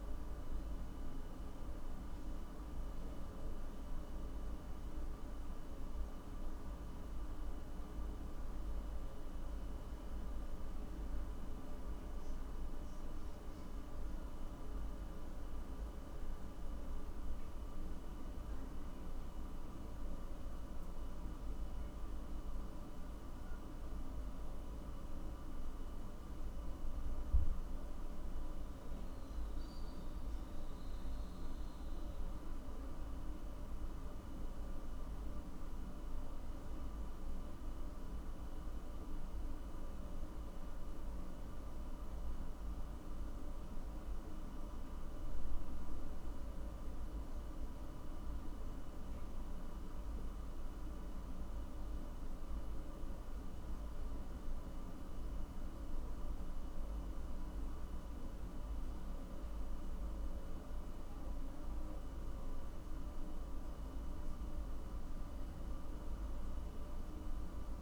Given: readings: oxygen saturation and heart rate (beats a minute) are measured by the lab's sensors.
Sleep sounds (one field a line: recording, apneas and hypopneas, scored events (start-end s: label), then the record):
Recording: a person awake in a sleep study, hard to hear, by a room microphone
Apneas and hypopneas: none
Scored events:
none scored
From the record:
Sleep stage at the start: awake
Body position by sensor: on the back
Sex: male